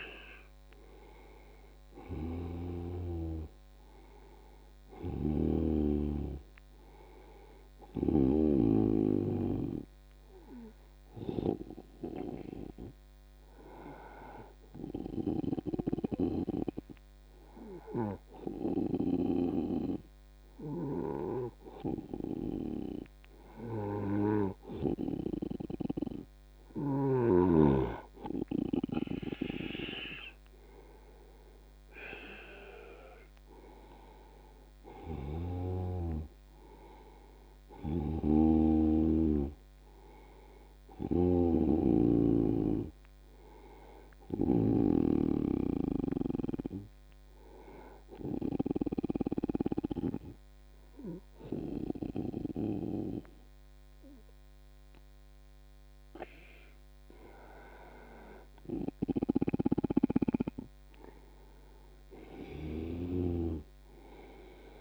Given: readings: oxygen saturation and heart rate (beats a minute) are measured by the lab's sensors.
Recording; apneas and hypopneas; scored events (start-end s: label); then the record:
breathing in sleep by a microphone on the trachea; 2
11.50-27.00 s: hypopnea (oxygen 98% before, 93% lowest, heart rate 85 before, 80 extreme, up 8 after)
29.00-32.50 s: arousal
33.50-43.50 s: oxygen desaturation (device-marked, oxygen 97% before, 93% lowest, heart rate 84 before, 80 extreme)
38.00-45.00 s: snoring (device-marked)
46.50-57.50 s: obstructive apnea (oxygen 97% before, 87% lowest, heart rate 86 before, 83 extreme, up 6 after)
59.50-63.50 s: arousal
59.50-64.81 s: snoring (device-marked)
From the record:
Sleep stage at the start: N2 (light sleep); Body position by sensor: on the back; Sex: male